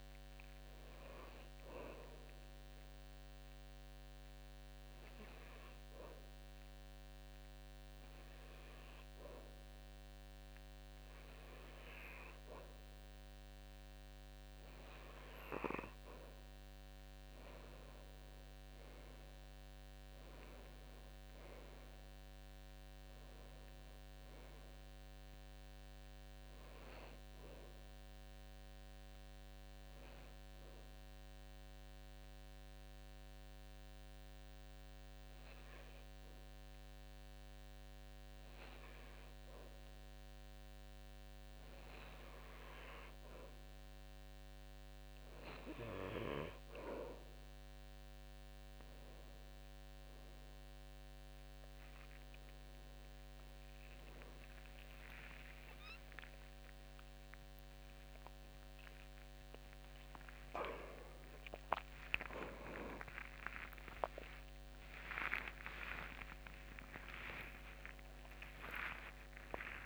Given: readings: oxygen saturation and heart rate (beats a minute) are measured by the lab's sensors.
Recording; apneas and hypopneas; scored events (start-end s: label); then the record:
a person partly awake in a sleep study, by a microphone on the trachea; 2
3.00-14.00 s: hypopnea (oxygen 96% before, 93% lowest, heart rate 85 before, 74 extreme, up 4 after)
19.00-22.00 s: arousal
28.50-41.50 s: hypopnea (oxygen 96% before, 93% lowest, heart rate 77 before, 74 extreme, up 0 after)
42.00-69.86 s: new sleep stage, awake
From the record:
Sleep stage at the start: N2 (light sleep); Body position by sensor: on the back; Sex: male